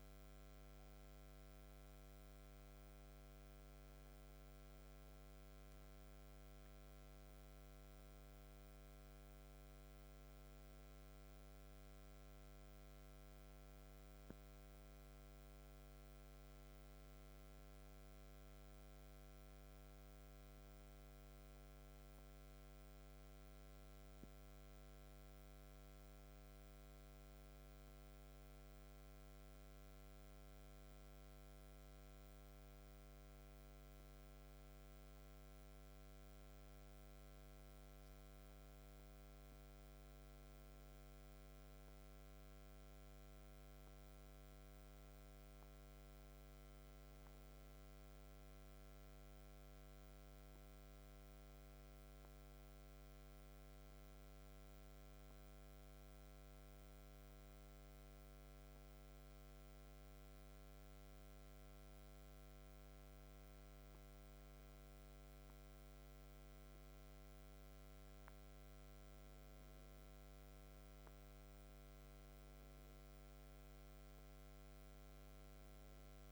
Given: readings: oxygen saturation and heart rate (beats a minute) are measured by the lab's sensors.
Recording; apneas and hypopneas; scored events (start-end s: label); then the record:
breathing in sleep, hard to hear, by a microphone on the trachea; none
1.00-76.32 s: new sleep stage, N1 (lightest sleep)
From the record:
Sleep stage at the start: N2 (light sleep); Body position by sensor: on the back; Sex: male